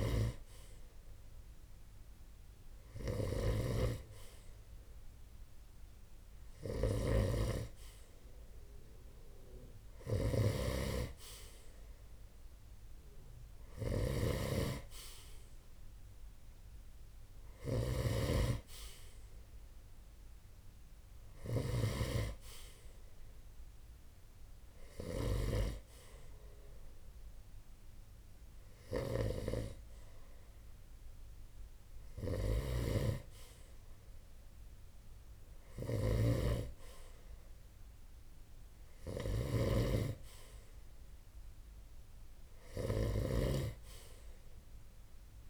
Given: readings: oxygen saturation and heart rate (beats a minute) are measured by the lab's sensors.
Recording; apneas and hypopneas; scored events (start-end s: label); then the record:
breathing in sleep by a room microphone; none
0.00-25.00 s: snoring (device-marked)
32.00-45.49 s: snoring (device-marked)
From the record:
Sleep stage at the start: N2 (light sleep); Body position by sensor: on the right side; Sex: male